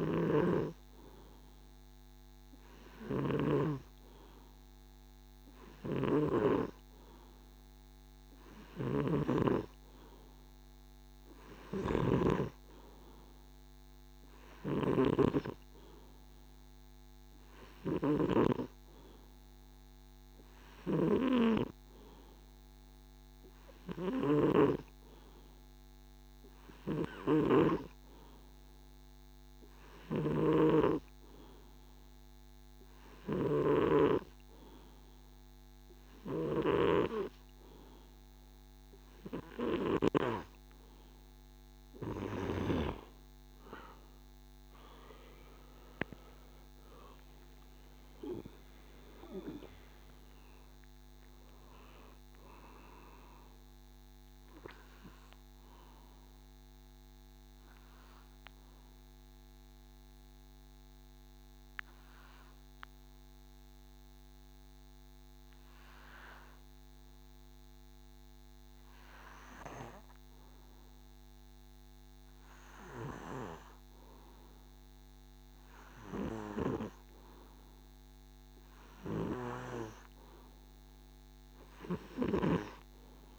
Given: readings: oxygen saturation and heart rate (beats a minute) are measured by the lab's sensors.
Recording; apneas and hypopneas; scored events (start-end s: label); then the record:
breathing in sleep by a microphone on the trachea; 2
31.00-42.00 s: hypopnea (oxygen 95% before, 93% lowest, heart rate 76 before, 68 extreme, up 12 after)
46.00-50.00 s: arousal
57.50-70.50 s: obstructive apnea (oxygen 95% before, 91% lowest, heart rate 82 before, 68 extreme, up 3 after)
72.50-77.50 s: arousal
77.50-83.39 s: oxygen desaturation (device-marked, oxygen 100% before, 94% lowest, heart rate 71 before, 67 extreme)
From the record:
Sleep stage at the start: N2 (light sleep); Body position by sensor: on the back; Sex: male